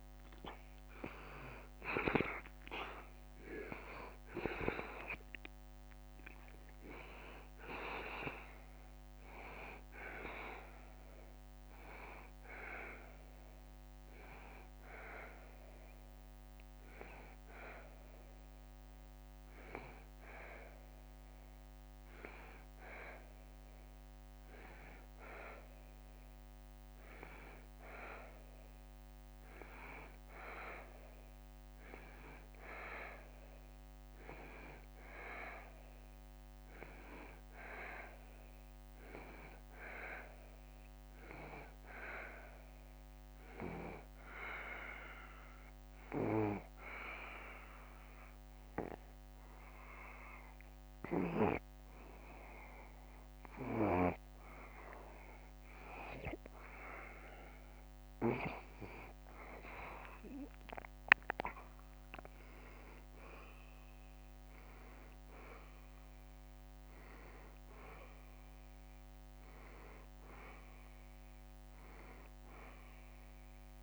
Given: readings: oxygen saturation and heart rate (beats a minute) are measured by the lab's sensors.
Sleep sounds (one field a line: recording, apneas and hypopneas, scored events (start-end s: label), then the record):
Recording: breathing in sleep by a microphone on the trachea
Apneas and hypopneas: 1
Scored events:
3.50-15.50 s: drop in pulse transit time (device-marked, heart rate 73 before, 74 extreme)
3.50-24.50 s: oxygen desaturation (device-marked, oxygen 94% before, 90% lowest, heart rate 73 before, 74 extreme)
16.00-56.50 s: obstructive apnea (oxygen 94% before, 91% lowest, heart rate 76 before, 72 extreme, up 2 after)
60.50-63.50 s: arousal
From the record:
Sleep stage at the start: N2 (light sleep)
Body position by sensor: on the back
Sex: male